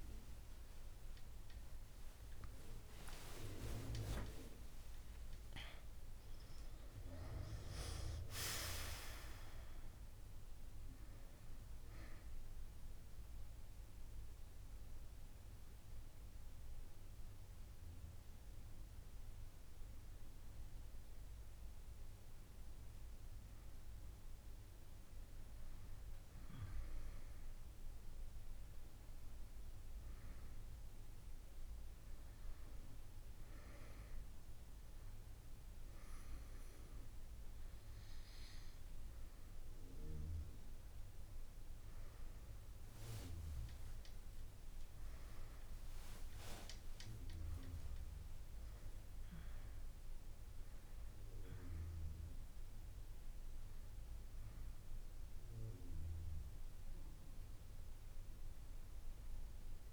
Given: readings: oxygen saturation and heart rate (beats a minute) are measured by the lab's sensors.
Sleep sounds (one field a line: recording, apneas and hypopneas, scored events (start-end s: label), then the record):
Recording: breathing in sleep by a room microphone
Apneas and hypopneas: 1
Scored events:
0.50-4.50 s: arousal
0.50-9.50 s: drop in pulse transit time (device-marked, heart rate 31 before, 47 extreme)
5.00-7.00 s: long interval between heartbeats (device-marked, heart rate 37 before, 66 extreme)
12.50-20.50 s: drop in pulse transit time (device-marked)
17.50-19.50 s: long interval between heartbeats (device-marked)
29.00-31.00 s: long interval between heartbeats (device-marked)
30.50-41.50 s: hypopnea (oxygen 98% before, 93% lowest)
40.00-42.00 s: long interval between heartbeats (device-marked)
44.50-59.93 s: oxygen desaturation (device-marked, oxygen 96% before, 93% lowest)
45.50-50.00 s: arousal
48.00-50.00 s: long interval between heartbeats (device-marked)
48.50-52.50 s: drop in pulse transit time (device-marked)
From the record:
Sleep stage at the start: N2 (light sleep)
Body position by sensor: on the back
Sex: female